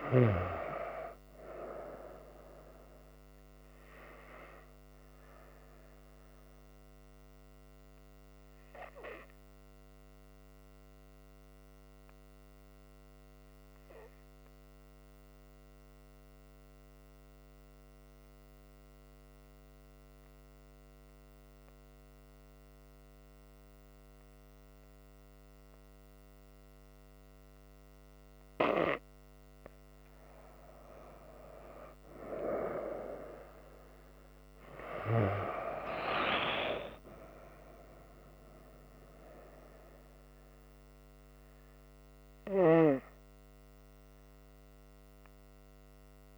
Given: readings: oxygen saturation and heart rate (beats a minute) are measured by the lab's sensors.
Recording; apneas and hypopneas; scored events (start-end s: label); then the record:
breathing in sleep by a microphone on the trachea; none
38.50-43.00 s: arousal
From the record:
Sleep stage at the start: N2 (light sleep); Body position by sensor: on the front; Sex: female